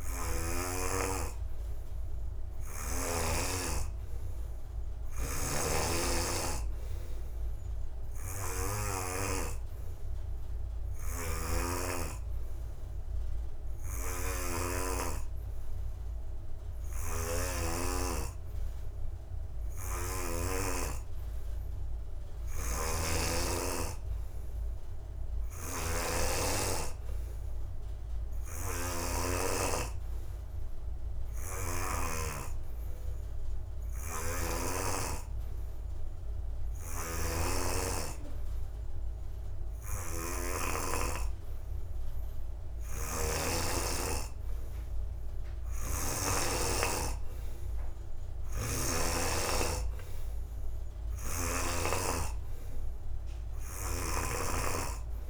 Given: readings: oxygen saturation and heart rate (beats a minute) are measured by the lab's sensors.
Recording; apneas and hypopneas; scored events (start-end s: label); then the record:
breathing in sleep by a room microphone; none
17.50-23.50 s: snoring (device-marked)
43.00-49.50 s: snoring (device-marked)
From the record:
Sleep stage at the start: N2 (light sleep); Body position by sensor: on the back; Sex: male